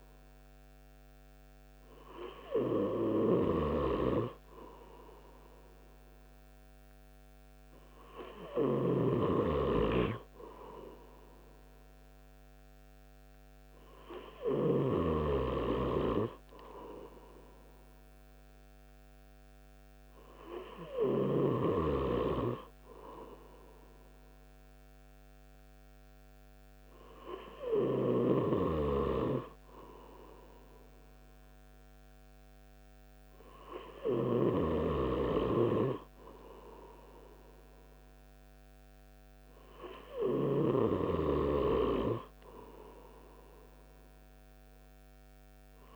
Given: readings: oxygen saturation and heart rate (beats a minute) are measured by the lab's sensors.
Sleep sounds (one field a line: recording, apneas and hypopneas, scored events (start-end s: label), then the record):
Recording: breathing in sleep by a microphone on the trachea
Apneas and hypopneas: none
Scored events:
9.00-15.50 s: snoring (device-marked)
From the record:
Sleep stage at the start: N3 (deep sleep)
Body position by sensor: on the right side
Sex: male